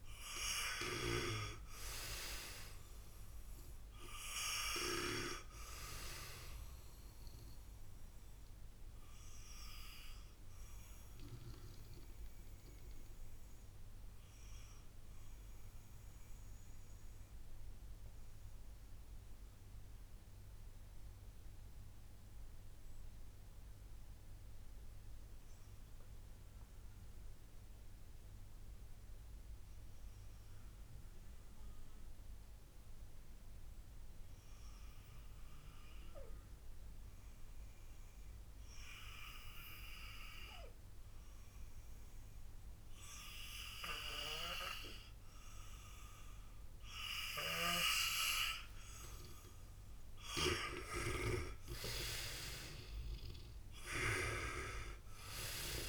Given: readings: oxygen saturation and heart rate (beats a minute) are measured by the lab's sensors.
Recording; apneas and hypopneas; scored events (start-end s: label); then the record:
breathing in sleep by a room microphone; 1
0.00-27.00 s: oxygen desaturation (device-marked, oxygen 84% lowest, heart rate 55 extreme)
9.00-46.50 s: obstructive apnea (oxygen 98% before, 82% lowest, heart rate 63 before, 55 extreme, up 6 after)
44.00-55.88 s: oxygen desaturation (device-marked, oxygen 97% before, 82% lowest, heart rate 67 before, 58 extreme)
48.00-52.50 s: arousal
From the record:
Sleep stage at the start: N2 (light sleep); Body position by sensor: on the back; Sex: male